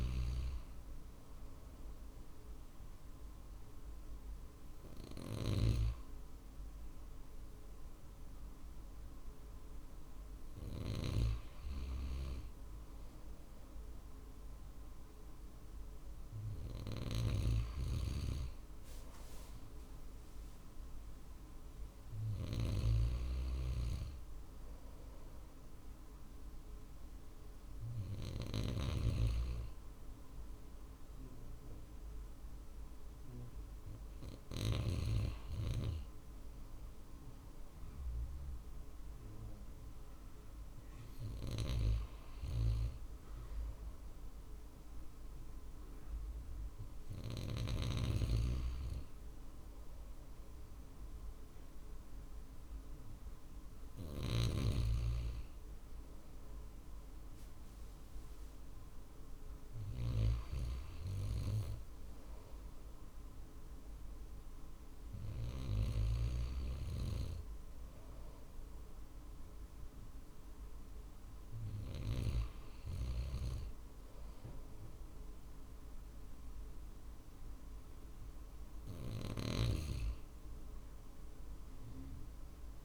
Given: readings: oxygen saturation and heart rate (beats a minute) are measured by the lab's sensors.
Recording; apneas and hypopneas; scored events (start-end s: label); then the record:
breathing in sleep by a room microphone; none
0.00-2.00 s: drop in pulse transit time (device-marked, heart rate 51 before, 51 extreme)
0.00-10.50 s: snoring (device-marked)
16.50-28.00 s: snoring (device-marked)
20.00-35.00 s: drop in pulse transit time (device-marked, heart rate 51 before, 51 extreme)
64.00-76.00 s: drop in pulse transit time (device-marked, heart rate 50 before, 50 extreme)
78.50-82.85 s: snoring (device-marked)
From the record:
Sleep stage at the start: N2 (light sleep); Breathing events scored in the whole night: 152 in 6.6 hours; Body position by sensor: on the right side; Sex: male